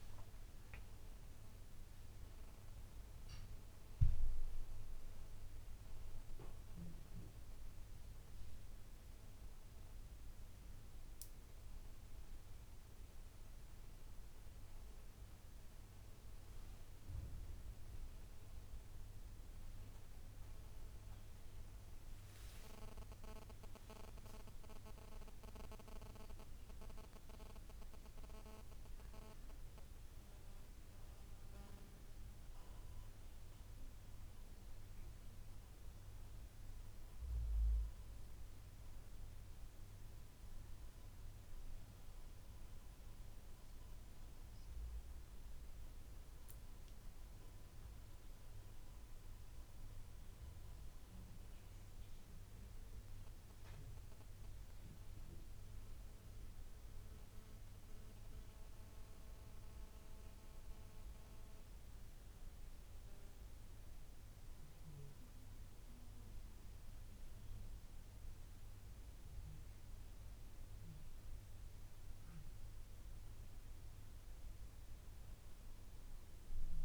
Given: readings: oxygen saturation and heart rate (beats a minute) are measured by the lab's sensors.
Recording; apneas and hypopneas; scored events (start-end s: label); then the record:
breathing in sleep, hard to hear, by a room microphone; none
0.00-1.00 s: arousal
From the record:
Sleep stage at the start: N2 (light sleep); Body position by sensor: on the back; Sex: male